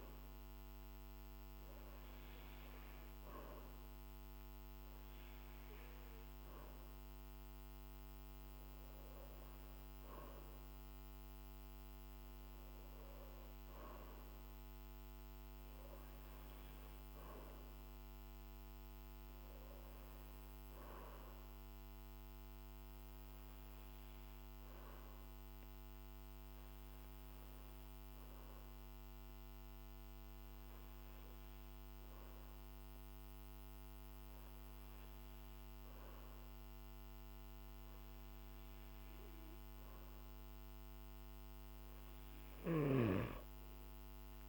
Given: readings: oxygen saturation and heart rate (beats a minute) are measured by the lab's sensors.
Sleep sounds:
breathing in sleep, hard to hear, by a microphone on the trachea; 1
23.50-39.50 s: hypopnea (oxygen 95% before, 94% lowest, heart rate 51 before, 48 extreme, up 7 after)
43.00-44.49 s: arousal
From the record:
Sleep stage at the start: N2 (light sleep); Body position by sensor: on the back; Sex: male

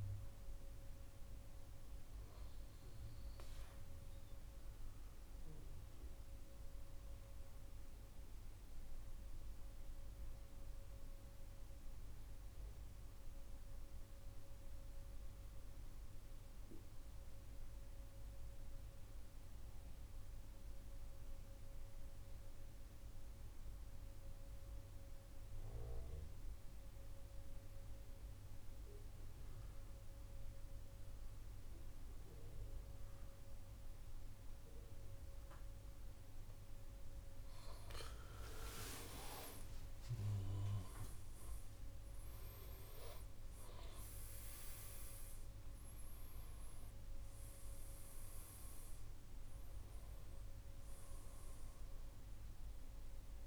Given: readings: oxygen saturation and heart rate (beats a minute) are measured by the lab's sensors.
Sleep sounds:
breathing in sleep by a room microphone; 1
0.00-11.00 s: oxygen desaturation (device-marked, oxygen 89% lowest, heart rate 126 extreme)
7.50-39.50 s: mixed apnea (oxygen 96% before, 90% lowest, heart rate 146 before, 77 extreme, up 2 after)
28.00-53.47 s: oxygen desaturation (device-marked, oxygen 99% before, 90% lowest, heart rate 155 before, 65 extreme)
41.00-44.50 s: arousal
From the record:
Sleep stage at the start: N2 (light sleep); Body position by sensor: on the back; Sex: male

